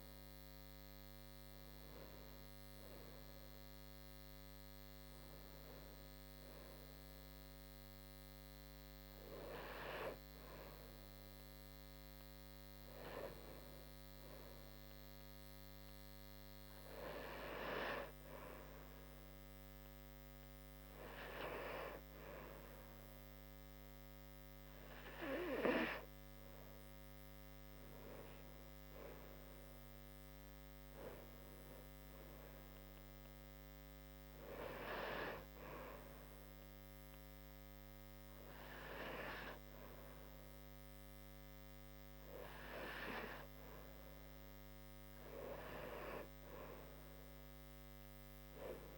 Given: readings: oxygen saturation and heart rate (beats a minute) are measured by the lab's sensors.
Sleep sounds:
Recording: breathing in sleep by a microphone on the trachea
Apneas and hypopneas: 1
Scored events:
34.00-44.00 s: hypopnea (oxygen 96% before, 93% lowest)
47.50-48.98 s: arousal
From the record:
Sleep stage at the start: N2 (light sleep)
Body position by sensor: on the right side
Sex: female

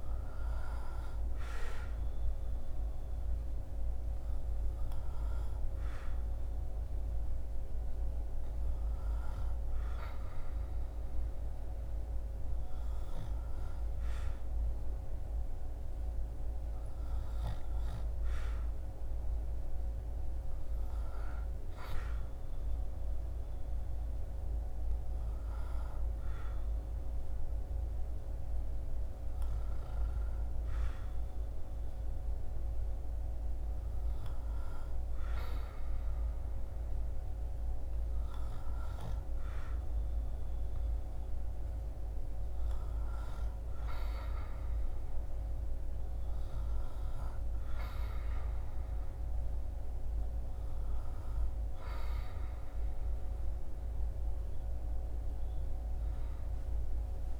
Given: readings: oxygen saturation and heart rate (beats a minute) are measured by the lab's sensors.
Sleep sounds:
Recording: breathing in sleep, hard to hear, by a room microphone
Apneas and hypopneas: none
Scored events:
0.00-2.50 s: arousal
From the record:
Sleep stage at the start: N2 (light sleep)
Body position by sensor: on the back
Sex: male

